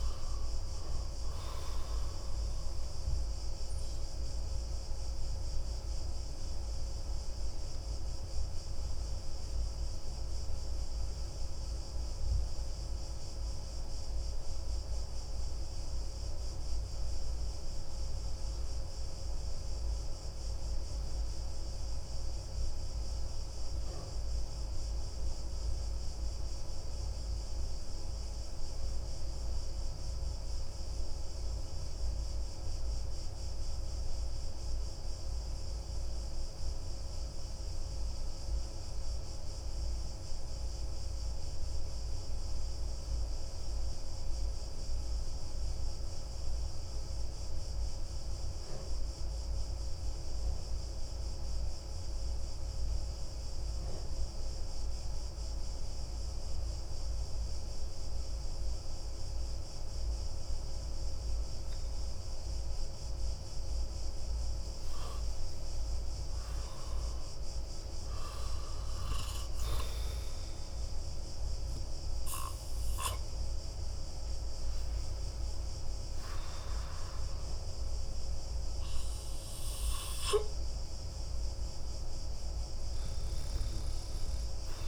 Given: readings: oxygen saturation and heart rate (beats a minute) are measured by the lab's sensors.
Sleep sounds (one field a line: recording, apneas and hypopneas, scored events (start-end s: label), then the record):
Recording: breathing in sleep, hard to hear, by a room microphone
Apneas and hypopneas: 1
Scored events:
0.00-6.50 s: oxygen desaturation (device-marked, oxygen 92% lowest)
5.00-63.00 s: obstructive apnea (oxygen 98% before, 89% lowest)
54.50-84.88 s: oxygen desaturation (device-marked, oxygen 96% before, 89% lowest)
65.00-68.50 s: arousal
From the record:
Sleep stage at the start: N2 (light sleep)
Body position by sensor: on the back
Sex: male